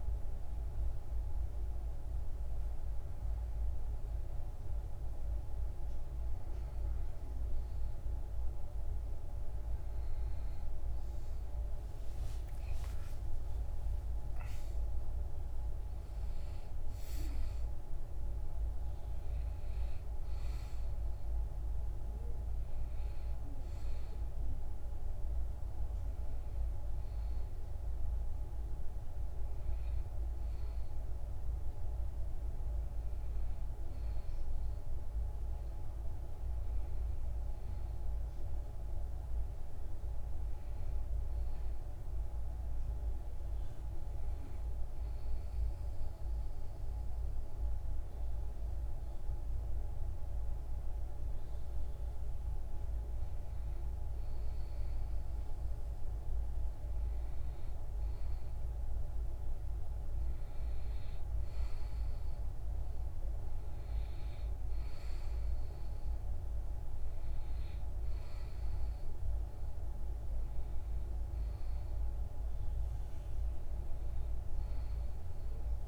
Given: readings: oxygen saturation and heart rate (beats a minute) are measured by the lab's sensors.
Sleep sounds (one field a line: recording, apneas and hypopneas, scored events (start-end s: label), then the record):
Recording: breathing in sleep, hard to hear, by a room microphone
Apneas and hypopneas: none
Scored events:
12.00-16.00 s: arousal
From the record:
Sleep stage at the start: N1 (lightest sleep)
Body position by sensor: on the back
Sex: male